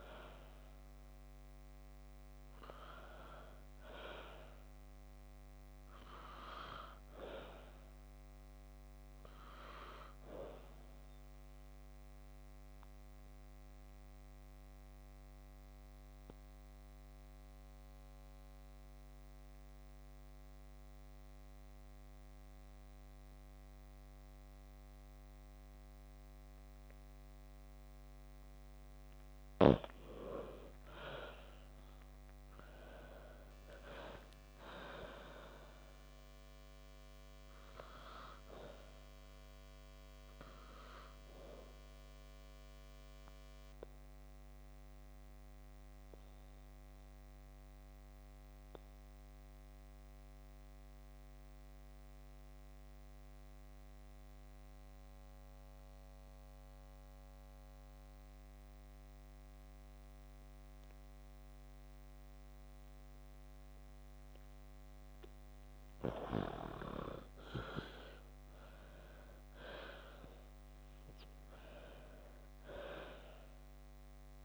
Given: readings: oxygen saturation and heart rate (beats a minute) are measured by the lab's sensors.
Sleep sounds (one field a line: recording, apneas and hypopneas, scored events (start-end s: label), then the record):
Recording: breathing in sleep by a microphone on the trachea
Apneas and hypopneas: 2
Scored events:
0.00-1.00 s: arousal
0.00-19.00 s: oxygen desaturation (device-marked, oxygen 89% lowest)
12.00-29.00 s: obstructive apnea (oxygen 95% before, 91% lowest)
28.00-35.00 s: oxygen desaturation (device-marked, oxygen 97% before, 92% lowest)
31.00-34.50 s: arousal
43.50-64.50 s: obstructive apnea (oxygen 97% before, 88% lowest)
66.50-71.00 s: arousal
69.00-74.45 s: oxygen desaturation (device-marked, oxygen 96% before, 92% lowest)
From the record:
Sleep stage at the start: N2 (light sleep)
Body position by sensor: on the back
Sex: female